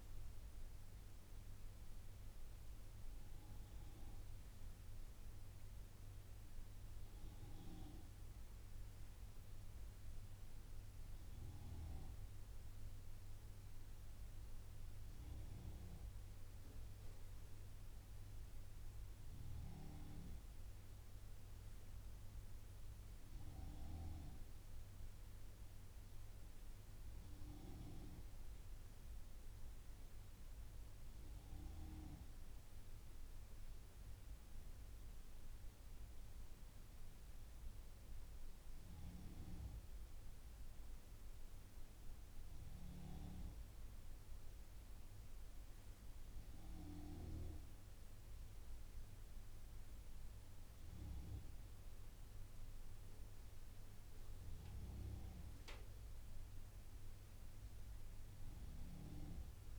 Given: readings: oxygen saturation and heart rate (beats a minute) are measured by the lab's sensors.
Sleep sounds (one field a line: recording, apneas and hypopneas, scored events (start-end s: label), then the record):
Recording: breathing in sleep by a room microphone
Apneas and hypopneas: none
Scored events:
none scored
From the record:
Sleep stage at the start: N3 (deep sleep)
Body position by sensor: on the right side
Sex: male